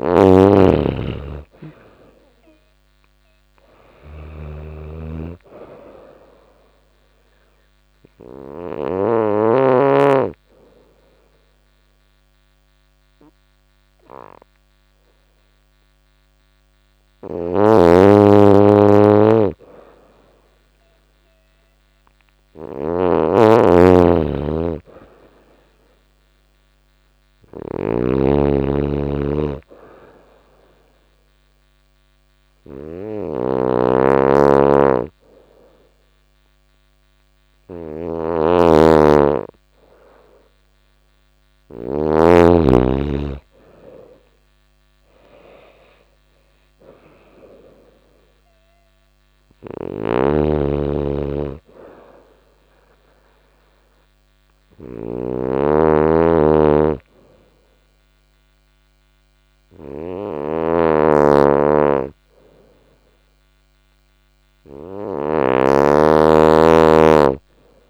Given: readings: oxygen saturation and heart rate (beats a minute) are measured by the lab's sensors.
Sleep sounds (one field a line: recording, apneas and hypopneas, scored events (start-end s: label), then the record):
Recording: breathing in sleep by a microphone on the trachea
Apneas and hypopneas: 2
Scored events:
0.00-2.50 s: arousal
0.00-8.50 s: snoring (device-marked)
4.50-23.50 s: oxygen desaturation (device-marked, oxygen 96% before, 90% lowest, heart rate 89 before, 87 extreme)
6.50-16.50 s: obstructive apnea (oxygen 96% before, 90% lowest, heart rate 89 before, 87 extreme, up 0 after)
16.50-41.50 s: snoring (device-marked)
18.50-23.00 s: arousal
29.50-40.00 s: hypopnea (oxygen 97% before, 90% lowest, heart rate 88 before, 87 extreme, up 4 after)
33.50-38.50 s: oxygen desaturation (device-marked, oxygen 97% before, 91% lowest, heart rate 89 before, 87 extreme)
42.00-45.50 s: arousal
49.00-67.90 s: snoring (device-marked)
From the record:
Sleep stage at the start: N2 (light sleep)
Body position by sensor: on the right side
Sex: female